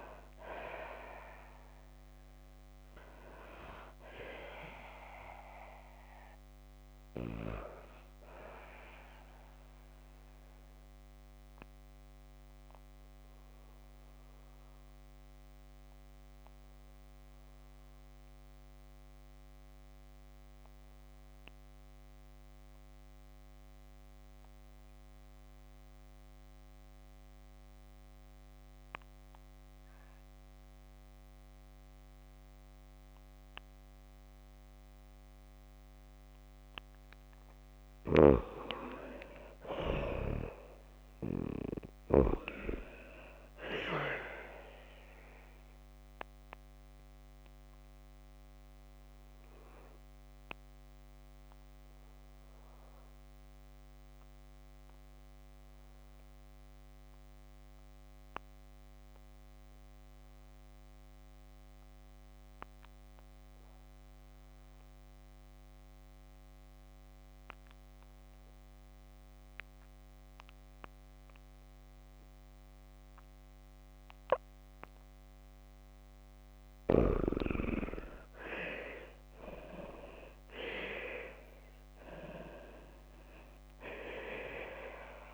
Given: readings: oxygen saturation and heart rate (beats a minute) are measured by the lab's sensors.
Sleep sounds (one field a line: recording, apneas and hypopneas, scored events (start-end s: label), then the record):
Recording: breathing in sleep by a microphone on the trachea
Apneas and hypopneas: 2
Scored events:
9.00-36.50 s: obstructive apnea (oxygen 96% before, 82% lowest, heart rate 104 before, 52 extreme)
25.50-45.50 s: oxygen desaturation (device-marked, oxygen 94% before, 85% lowest, heart rate 85 before, 54 extreme)
38.50-42.50 s: arousal
45.50-75.50 s: obstructive apnea (oxygen 95% before, 82% lowest, heart rate 81 before, 52 extreme)
71.50-85.34 s: oxygen desaturation (device-marked, oxygen 95% before, 82% lowest, heart rate 56 before, 54 extreme)
77.50-82.00 s: arousal
From the record:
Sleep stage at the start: N2 (light sleep)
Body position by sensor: on the back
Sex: female